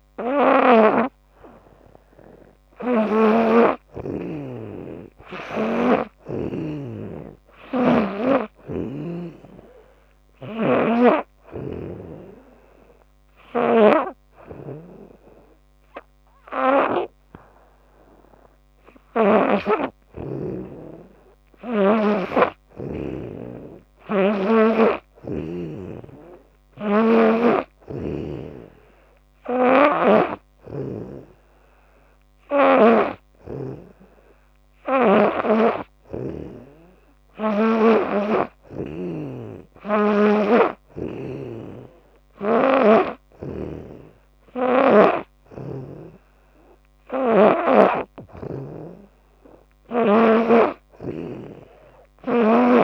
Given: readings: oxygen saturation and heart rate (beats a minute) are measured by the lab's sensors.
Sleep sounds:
breathing in sleep by a microphone on the trachea; none
10.00-19.50 s: snoring (device-marked)
29.00-33.50 s: snoring (device-marked)
43.00-50.00 s: snoring (device-marked)
From the record:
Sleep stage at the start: N2 (light sleep); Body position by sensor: on the back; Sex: female

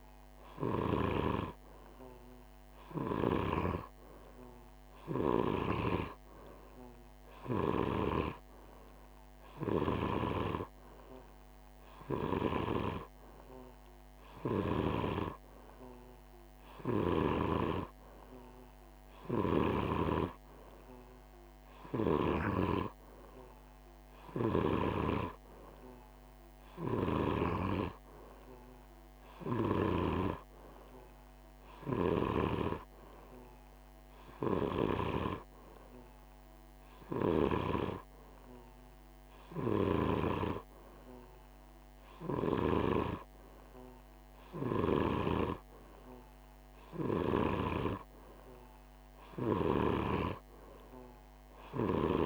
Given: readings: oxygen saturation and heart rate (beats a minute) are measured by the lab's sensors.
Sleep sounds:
breathing in sleep by a microphone on the trachea; none
none scored
From the record:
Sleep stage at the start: N2 (light sleep); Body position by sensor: on the right side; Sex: male

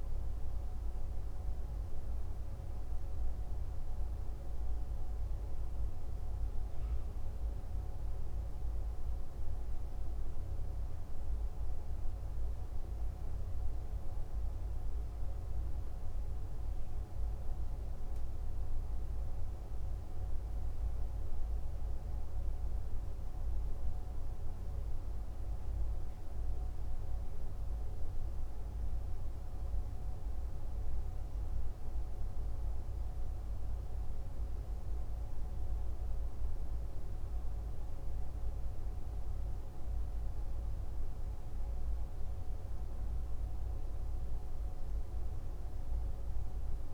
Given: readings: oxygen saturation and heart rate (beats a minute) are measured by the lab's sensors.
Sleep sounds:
breathing in sleep, hard to hear, by a room microphone; none
none scored
From the record:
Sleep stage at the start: N2 (light sleep); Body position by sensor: on the left side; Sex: male

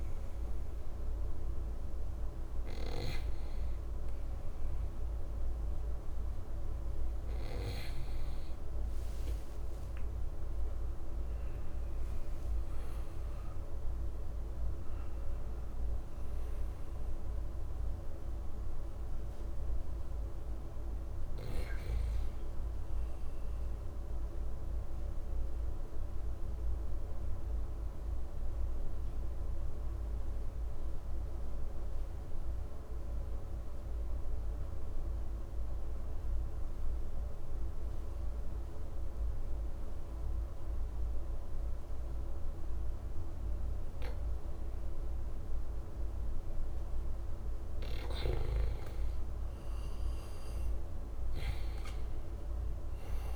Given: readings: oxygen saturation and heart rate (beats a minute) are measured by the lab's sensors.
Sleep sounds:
breathing in sleep, hard to hear, by a room microphone; 1
0.00-12.50 s: oxygen desaturation (device-marked, oxygen 94% lowest, heart rate 53 extreme)
9.00-14.00 s: arousal
24.00-46.00 s: obstructive apnea (oxygen 97% before, 92% lowest, heart rate 60 before, 53 extreme, up 5 after)
44.50-53.36 s: oxygen desaturation (device-marked, oxygen 97% before, 92% lowest, heart rate 54 before, 51 extreme)
49.00-52.00 s: arousal
From the record:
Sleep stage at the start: N2 (light sleep); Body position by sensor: on the right side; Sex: male

